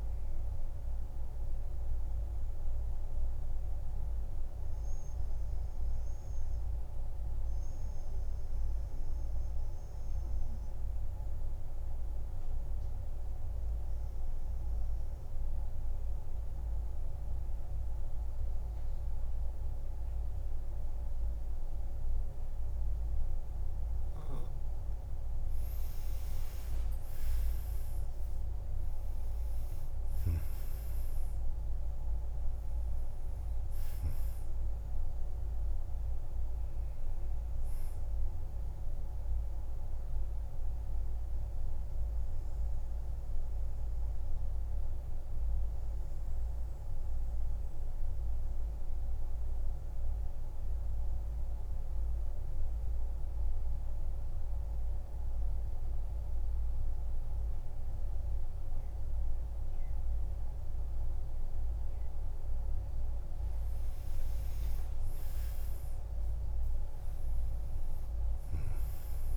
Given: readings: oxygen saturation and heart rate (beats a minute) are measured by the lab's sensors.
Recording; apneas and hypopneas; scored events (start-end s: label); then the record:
breathing in sleep, hard to hear, by a room microphone; 2
0.00-13.50 s: oxygen desaturation (device-marked, oxygen 91% lowest, heart rate 47 extreme)
1.50-25.50 s: mixed apnea (oxygen 98% before, 89% lowest, heart rate 57 before, 46 extreme, up 13 after)
25.50-54.50 s: oxygen desaturation (device-marked, oxygen 99% before, 89% lowest, heart rate 51 before, 46 extreme)
27.50-33.00 s: arousal
39.00-62.50 s: mixed apnea (oxygen 99% before, 89% lowest, heart rate 58 before, 46 extreme, up 19 after)
65.00-69.00 s: arousal
67.50-69.37 s: oxygen desaturation (device-marked, oxygen 99% before, 93% lowest, heart rate 51 before, 47 extreme)
From the record:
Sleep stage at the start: N2 (light sleep); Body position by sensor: on the back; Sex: male